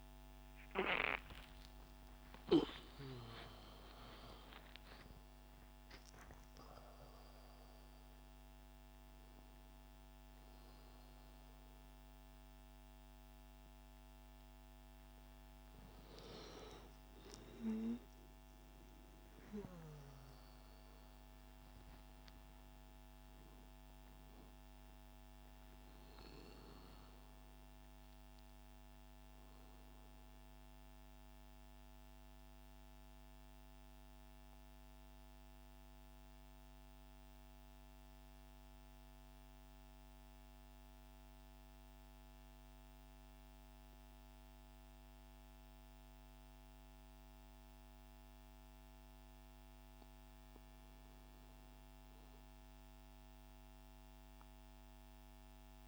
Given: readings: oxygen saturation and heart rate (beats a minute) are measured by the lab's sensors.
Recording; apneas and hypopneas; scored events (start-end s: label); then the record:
a person partly awake in a sleep study, by a microphone on the trachea; 1
23.50-55.88 s: new sleep stage, N2 (light sleep)
30.50-48.50 s: central apnea (oxygen 99% before, 94% lowest, heart rate 75 before, 56 extreme, up 8 after)
50.50-55.00 s: arousal
From the record:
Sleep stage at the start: awake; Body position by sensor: on the back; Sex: male